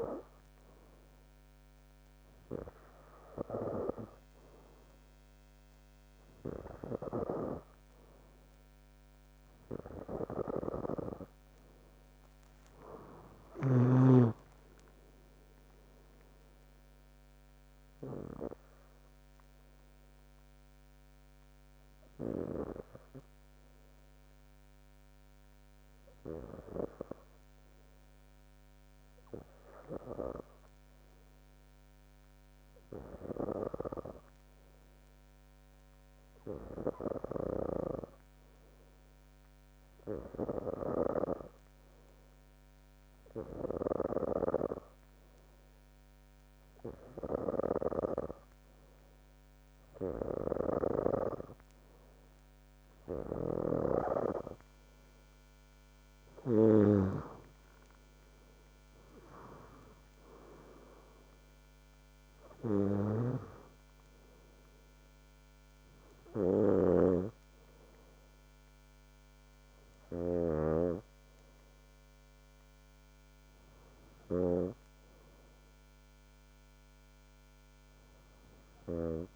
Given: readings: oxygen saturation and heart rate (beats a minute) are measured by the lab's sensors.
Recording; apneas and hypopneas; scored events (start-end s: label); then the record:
breathing in sleep by a microphone on the trachea; 1
9.00-39.00 s: new sleep stage, N2 (light sleep)
12.00-16.00 s: arousal
18.00-35.00 s: obstructive apnea (oxygen 95% before, 92% lowest, heart rate 66 before, 59 extreme, up 8 after)
22.00-24.00 s: bradycardia (device-marked, heart rate 65 before, 62 extreme)
37.00-41.00 s: arousal
39.00-69.00 s: new sleep stage, N3 (deep sleep)
53.50-57.00 s: snoring (device-marked)
54.00-70.00 s: oxygen desaturation (device-marked, oxygen 97% before, 93% lowest, heart rate 67 before, 61 extreme)
63.00-79.36 s: snoring (device-marked)
69.00-79.36 s: new sleep stage, N2 (light sleep)
72.00-79.00 s: oxygen desaturation (device-marked, oxygen 95% before, 92% lowest, heart rate 68 before, 61 extreme)
From the record:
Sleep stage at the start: N3 (deep sleep); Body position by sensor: on the back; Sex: female